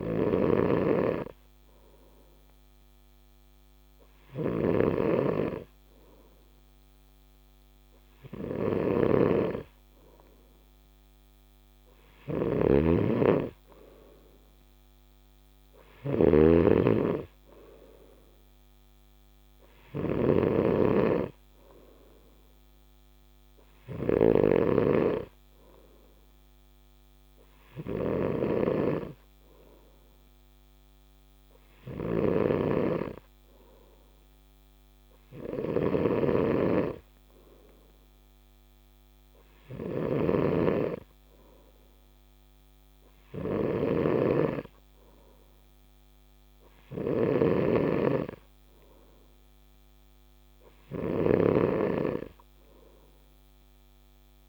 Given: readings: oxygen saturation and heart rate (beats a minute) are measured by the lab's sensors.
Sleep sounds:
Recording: breathing in sleep by a microphone on the trachea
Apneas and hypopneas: none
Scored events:
0.00-54.49 s: snoring (device-marked)
From the record:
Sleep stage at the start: N3 (deep sleep)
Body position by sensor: on the right side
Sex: male

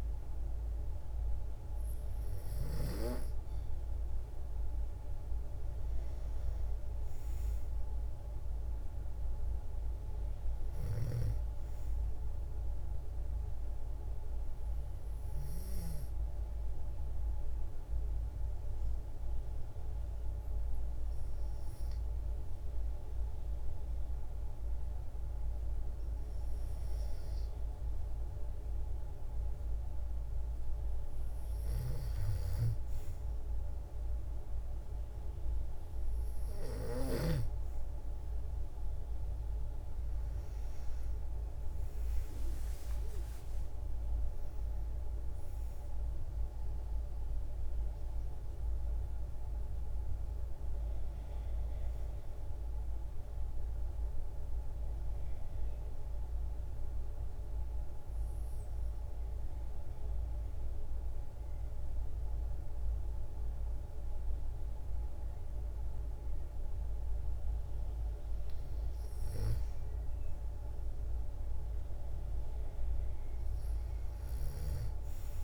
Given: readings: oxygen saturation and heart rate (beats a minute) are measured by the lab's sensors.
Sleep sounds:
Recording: breathing in sleep, hard to hear, by a room microphone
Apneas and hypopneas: 2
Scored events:
17.00-30.50 s: obstructive apnea (oxygen 96% before, 93% lowest, heart rate 64 before, 59 extreme, up 4 after)
40.00-43.50 s: arousal
53.00-68.50 s: mixed apnea (oxygen 96% before, 92% lowest, heart rate 67 before, 58 extreme, up 4 after)
70.50-74.50 s: arousal
72.00-75.44 s: oxygen desaturation (device-marked, oxygen 96% before, 93% lowest, heart rate 59 before, 58 extreme)
From the record:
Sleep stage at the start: N2 (light sleep)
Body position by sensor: on the back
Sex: female

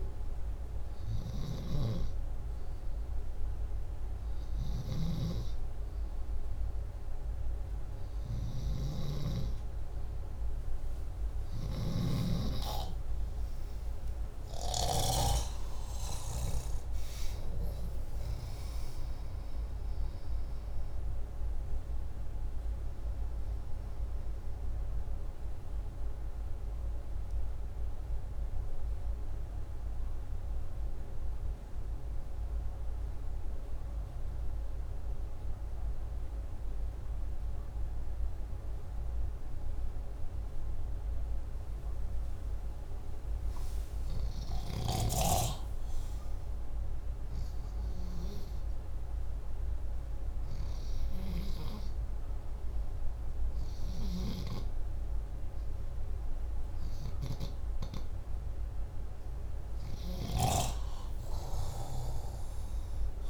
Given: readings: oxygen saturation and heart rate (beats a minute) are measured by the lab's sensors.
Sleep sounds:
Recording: breathing in sleep by a room microphone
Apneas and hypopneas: 1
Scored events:
4.00-11.50 s: snoring (device-marked)
12.50-17.00 s: arousal
20.00-43.50 s: obstructive apnea (oxygen 96% before, 87% lowest, heart rate 156 before, 137 extreme, up 20 after)
44.50-47.50 s: arousal
From the record:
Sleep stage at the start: N2 (light sleep)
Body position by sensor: upright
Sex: male

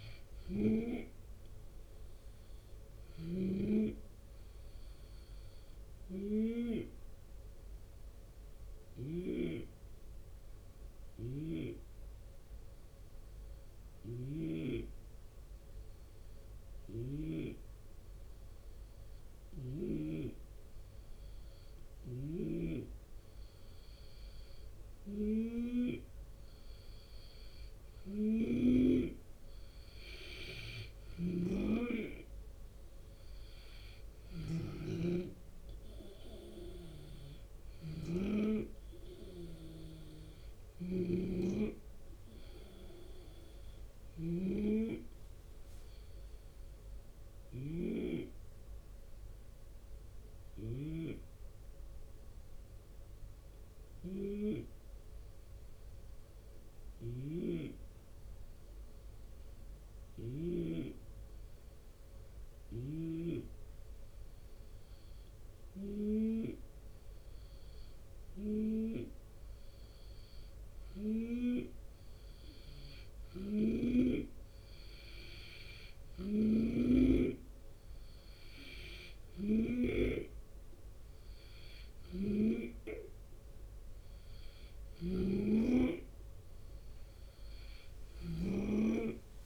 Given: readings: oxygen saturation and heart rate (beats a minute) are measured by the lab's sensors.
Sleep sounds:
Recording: breathing in sleep by a room microphone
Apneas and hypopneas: 2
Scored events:
0.00-5.50 s: drop in pulse transit time (device-marked, heart rate 78 extreme)
0.00-5.50 s: oxygen desaturation (device-marked, oxygen 89% lowest, heart rate 73 extreme)
2.50-17.00 s: snoring (device-marked)
6.00-24.50 s: hypopnea (oxygen 93% before, 89% lowest, heart rate 78 before, 73 extreme, up 6 after)
21.50-50.50 s: snoring (device-marked)
29.50-41.50 s: oxygen desaturation (device-marked, oxygen 93% before, 90% lowest, heart rate 74 before, 71 extreme)
30.50-45.50 s: drop in pulse transit time (device-marked, heart rate 74 before, 78 extreme)
34.50-40.50 s: arousal
47.00-69.00 s: hypopnea (oxygen 93% before, 88% lowest, heart rate 80 before, 71 extreme, up 6 after)
56.50-60.00 s: snoring (device-marked)
62.00-66.00 s: snoring (device-marked)
71.00-75.00 s: arousal
72.50-82.00 s: snoring (device-marked)
73.50-87.50 s: oxygen desaturation (device-marked, oxygen 93% before, 90% lowest, heart rate 73 before, 75 extreme)
75.50-82.50 s: drop in pulse transit time (device-marked, heart rate 73 before, 77 extreme)
78.00-80.00 s: long interval between heartbeats (device-marked, heart rate 74 before, 79 extreme)
84.00-89.46 s: snoring (device-marked)
From the record:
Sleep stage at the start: N2 (light sleep)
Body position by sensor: on the left side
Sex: male

